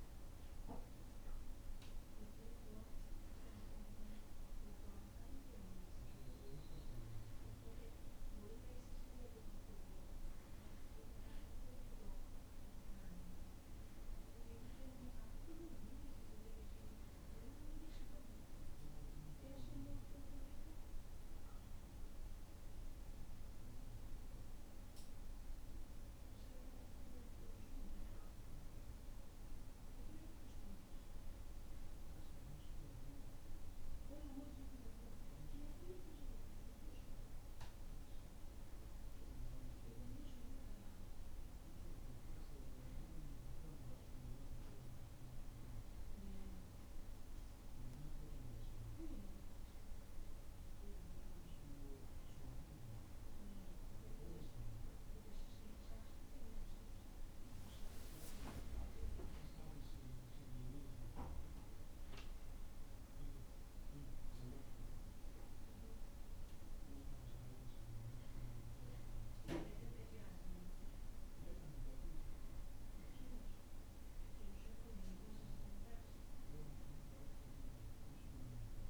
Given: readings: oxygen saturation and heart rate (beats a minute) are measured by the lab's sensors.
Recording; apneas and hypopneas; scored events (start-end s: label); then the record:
breathing in sleep, hard to hear, by a room microphone; none
none scored
From the record:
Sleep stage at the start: N1 (lightest sleep); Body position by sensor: on the back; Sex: male